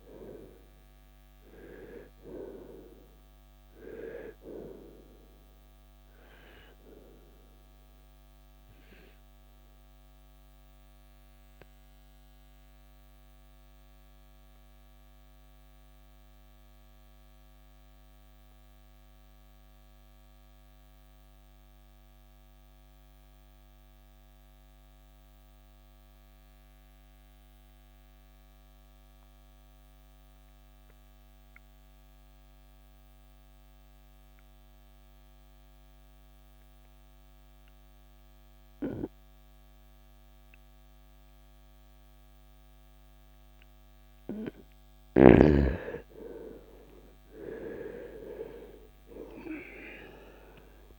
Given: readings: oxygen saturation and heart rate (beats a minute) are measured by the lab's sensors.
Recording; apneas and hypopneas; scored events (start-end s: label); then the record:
breathing in sleep by a microphone on the trachea; 1
0.00-19.00 s: oxygen desaturation (device-marked, oxygen 80% lowest, heart rate 46 extreme)
9.00-44.00 s: obstructive apnea (oxygen 95% before, 80% lowest, heart rate 79 before, 60 extreme, up 9 after)
46.00-50.99 s: oxygen desaturation (device-marked, oxygen 97% before, 83% lowest, heart rate 67 before, 63 extreme)
47.50-50.99 s: arousal
From the record:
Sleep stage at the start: N2 (light sleep); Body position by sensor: on the right side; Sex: male